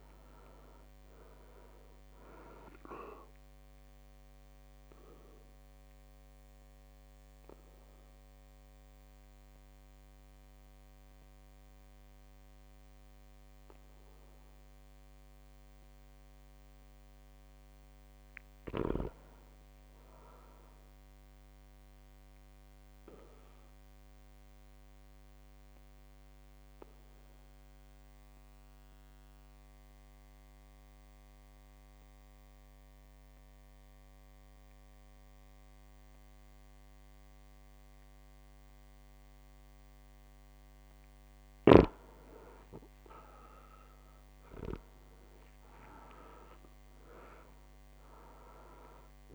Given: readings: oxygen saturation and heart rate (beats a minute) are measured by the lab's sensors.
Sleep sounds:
breathing in sleep by a microphone on the trachea; 2
4.00-16.50 s: obstructive apnea (oxygen 99% before, 94% lowest, heart rate 60 before, 57 extreme, up 4 after)
18.00-20.50 s: arousal
18.00-31.00 s: drop in pulse transit time (device-marked, heart rate 60 before, 58 extreme)
23.50-40.00 s: obstructive apnea (oxygen 99% before, 94% lowest, heart rate 59 before, 58 extreme, up 4 after)
43.00-46.50 s: arousal
From the record:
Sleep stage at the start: REM sleep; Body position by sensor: on the back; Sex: male

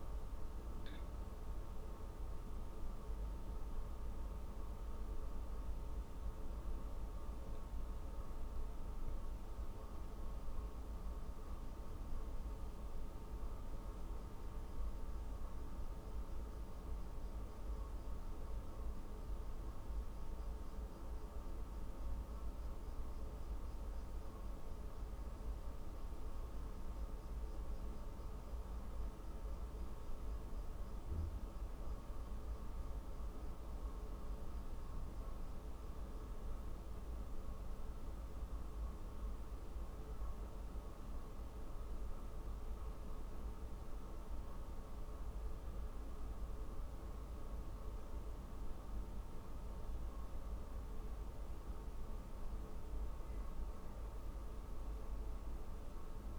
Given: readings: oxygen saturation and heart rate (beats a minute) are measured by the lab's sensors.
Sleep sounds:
breathing in sleep, hard to hear, by a room microphone; none
none scored
From the record:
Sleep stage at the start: N2 (light sleep); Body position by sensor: on the back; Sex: female

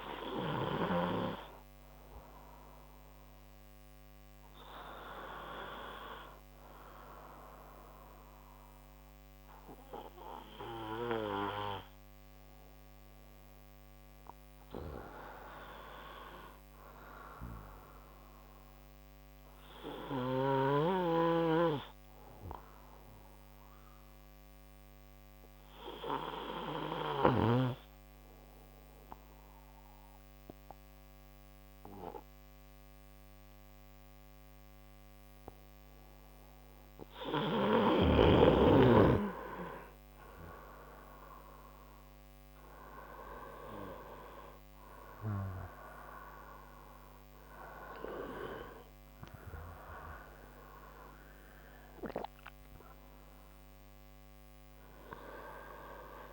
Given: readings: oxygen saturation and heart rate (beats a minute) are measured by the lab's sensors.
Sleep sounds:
breathing in sleep by a microphone on the trachea; 1
0.00-6.50 s: oxygen desaturation (device-marked, oxygen 91% lowest, heart rate 66 extreme)
8.50-56.33 s: new sleep stage, N2 (light sleep)
10.50-15.00 s: arousal
20.50-38.00 s: obstructive apnea (oxygen 94% before, 89% lowest, heart rate 67 before, 65 extreme, up 4 after)
39.00-44.00 s: arousal
43.50-56.33 s: oxygen desaturation (device-marked, oxygen 93% before, 89% lowest, heart rate 69 before, 61 extreme)
From the record:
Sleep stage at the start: N1 (lightest sleep); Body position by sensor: on the front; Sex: male

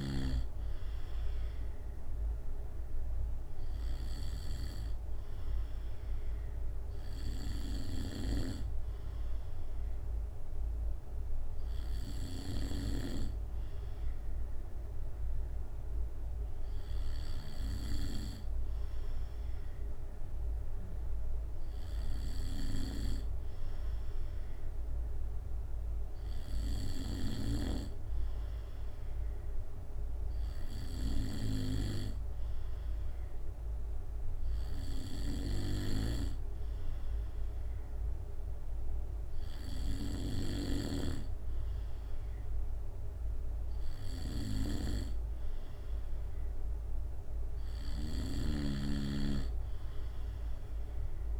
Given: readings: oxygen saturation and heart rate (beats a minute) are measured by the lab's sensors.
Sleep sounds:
breathing in sleep by a room microphone; 1
9.00-46.00 s: hypopnea (oxygen 96% before, 95% lowest, heart rate 67 before, 65 extreme, up 3 after)
18.50-20.50 s: long interval between heartbeats (device-marked, heart rate 67 before, 74 extreme)
48.00-51.00 s: arousal
48.50-51.40 s: snoring (device-marked)
From the record:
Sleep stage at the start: N2 (light sleep); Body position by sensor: on the back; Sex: male

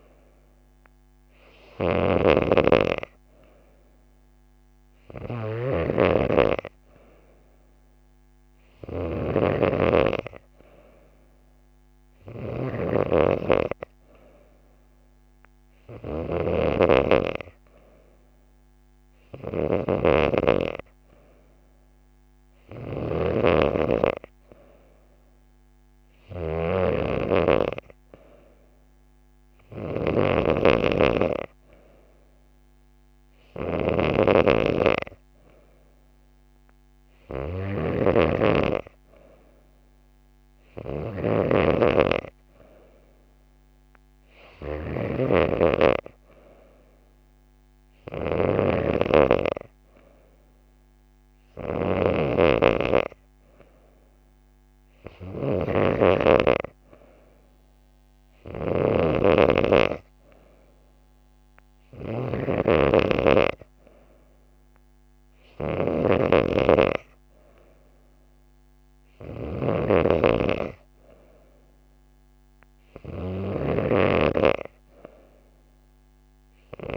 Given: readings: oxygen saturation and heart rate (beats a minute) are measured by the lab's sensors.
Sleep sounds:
breathing in sleep by a microphone on the trachea; none
none scored
From the record:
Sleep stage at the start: N3 (deep sleep); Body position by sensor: on the back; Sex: female

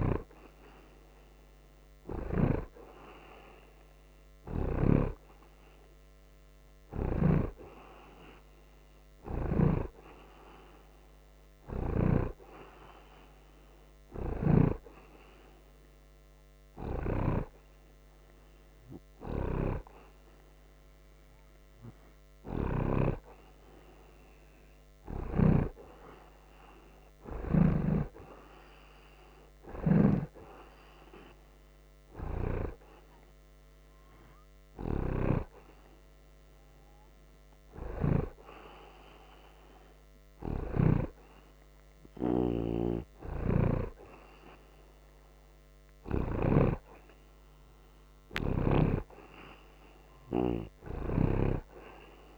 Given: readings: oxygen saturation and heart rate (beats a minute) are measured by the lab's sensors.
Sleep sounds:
breathing in sleep by a microphone on the trachea; none
0.00-2.50 s: snoring (device-marked)
0.00-7.00 s: oxygen desaturation (device-marked, oxygen 86% lowest)
40.50-46.50 s: snoring (device-marked)
48.50-52.38 s: snoring (device-marked)
From the record:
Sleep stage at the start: N2 (light sleep); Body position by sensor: on the right side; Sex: male

